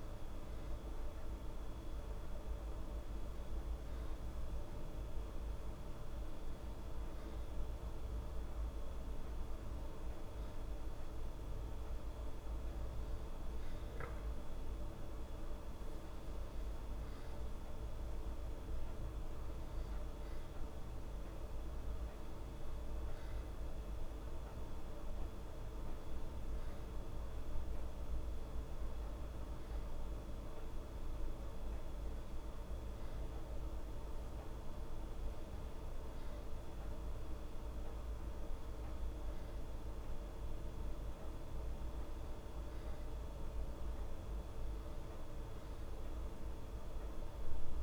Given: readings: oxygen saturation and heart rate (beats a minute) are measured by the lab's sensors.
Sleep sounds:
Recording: breathing in sleep, hard to hear, by a room microphone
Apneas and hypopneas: none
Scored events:
none scored
From the record:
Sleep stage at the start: N2 (light sleep)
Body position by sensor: on the back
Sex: female

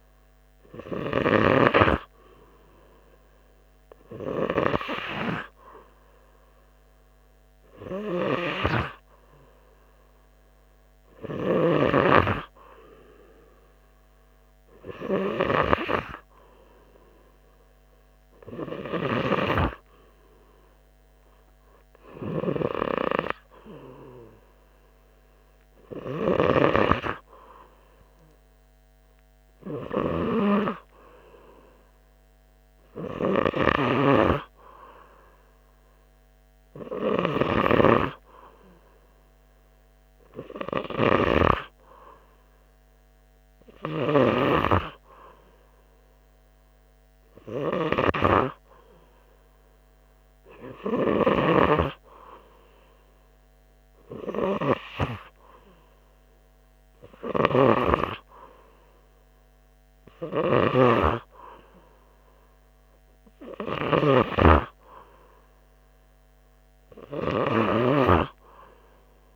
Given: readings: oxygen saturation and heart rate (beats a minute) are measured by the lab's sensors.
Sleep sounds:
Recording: breathing in sleep by a microphone on the trachea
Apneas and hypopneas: none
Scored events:
34.00-38.50 s: snoring (device-marked)
61.00-65.00 s: snoring (device-marked)
From the record:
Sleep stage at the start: N2 (light sleep)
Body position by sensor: on the right side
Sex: male

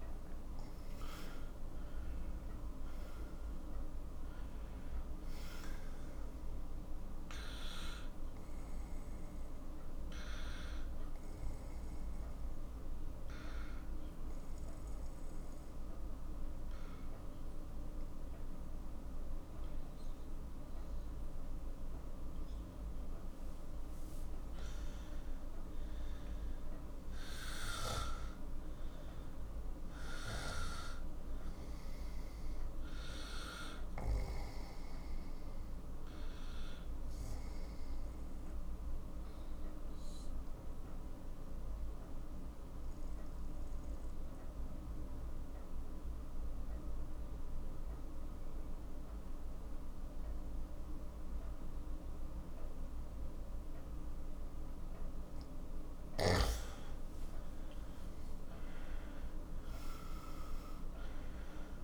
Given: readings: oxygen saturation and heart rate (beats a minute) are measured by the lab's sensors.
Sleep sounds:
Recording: breathing in sleep, hard to hear, by a room microphone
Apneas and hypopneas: 2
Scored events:
0.00-2.00 s: arousal
1.00-19.00 s: oxygen desaturation (device-marked, oxygen 95% before, 90% lowest, heart rate 55 before, 48 extreme)
11.00-24.00 s: obstructive apnea (oxygen 95% before, 90% lowest, heart rate 58 before, 48 extreme, up 13 after)
26.50-31.50 s: arousal
32.00-46.00 s: oxygen desaturation (device-marked, oxygen 97% before, 91% lowest, heart rate 53 before, 48 extreme)
40.50-55.00 s: obstructive apnea (oxygen 97% before, 91% lowest, heart rate 57 before, 46 extreme, up 13 after)
57.50-61.84 s: arousal
59.00-61.84 s: oxygen desaturation (device-marked, oxygen 96% before, 91% lowest, heart rate 52 before, 46 extreme)
From the record:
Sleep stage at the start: N2 (light sleep)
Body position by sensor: on the right side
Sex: male

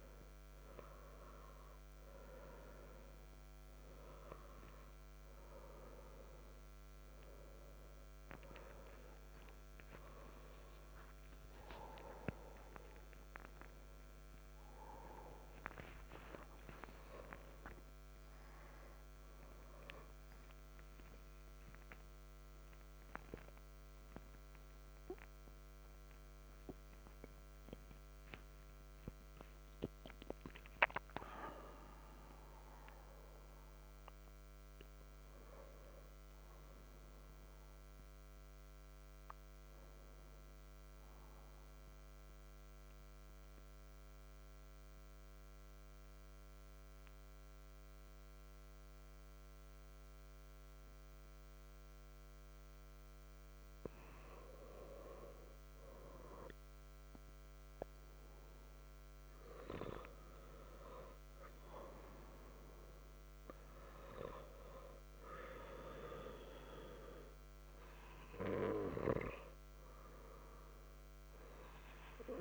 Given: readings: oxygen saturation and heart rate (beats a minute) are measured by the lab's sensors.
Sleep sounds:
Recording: a person partly awake in a sleep study, by a microphone on the trachea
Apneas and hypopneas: 1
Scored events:
0.00-7.50 s: oxygen desaturation (device-marked, oxygen 91% lowest, heart rate 63 extreme)
30.50-60.50 s: new sleep stage, N1 (lightest sleep)
41.50-52.50 s: central apnea (oxygen 98% before, 92% lowest, heart rate 97 before, 60 extreme, up 2 after)
54.50-58.50 s: arousal
60.50-72.41 s: new sleep stage, N2 (light sleep)
From the record:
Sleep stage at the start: awake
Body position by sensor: on the back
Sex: male

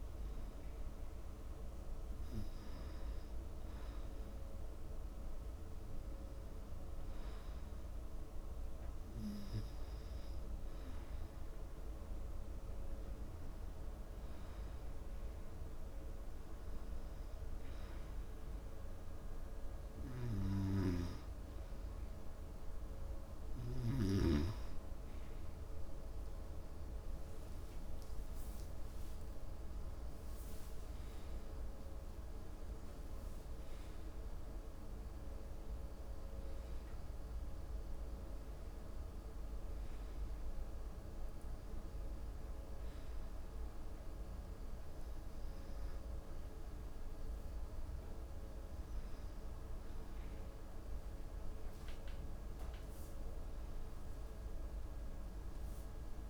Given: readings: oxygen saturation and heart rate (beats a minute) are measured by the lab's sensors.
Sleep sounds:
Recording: breathing in sleep, hard to hear, by a room microphone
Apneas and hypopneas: none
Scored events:
51.50-54.50 s: arousal
From the record:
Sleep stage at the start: N2 (light sleep)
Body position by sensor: on the right side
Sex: male

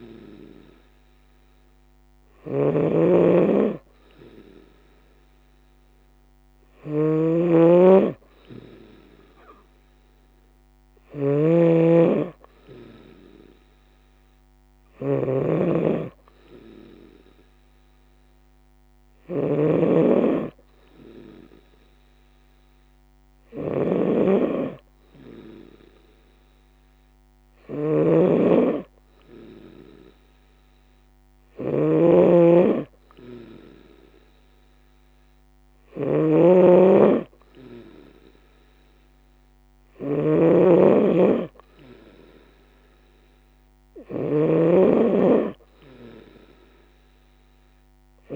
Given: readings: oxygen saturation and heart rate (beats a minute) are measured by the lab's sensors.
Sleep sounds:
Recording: breathing in sleep by a microphone on the trachea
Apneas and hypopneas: none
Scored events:
0.00-48.36 s: snoring (device-marked)
From the record:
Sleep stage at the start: N2 (light sleep)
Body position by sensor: on the right side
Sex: female

